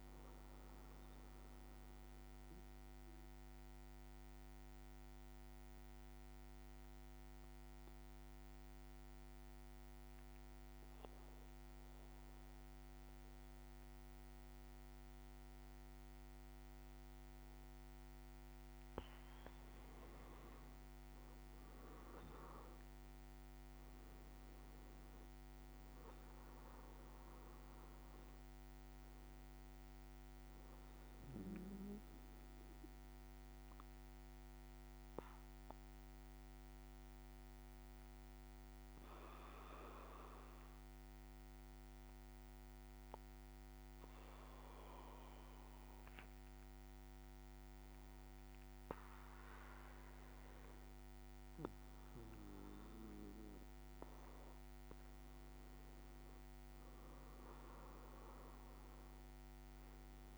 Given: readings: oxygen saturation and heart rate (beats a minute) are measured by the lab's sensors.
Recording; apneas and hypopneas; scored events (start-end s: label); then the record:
breathing in sleep by a microphone on the trachea; 2
0.50-19.00 s: mixed apnea (oxygen 98% before, 95% lowest, heart rate 57 before, 52 extreme, up 7 after)
19.00-21.00 s: leg movement (device-marked)
20.50-25.50 s: arousal
33.00-49.50 s: obstructive apnea (oxygen 98% before, 95% lowest, heart rate 56 before, 52 extreme, up 5 after)
51.50-56.50 s: arousal
From the record:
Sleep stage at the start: N2 (light sleep); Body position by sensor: on the back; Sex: male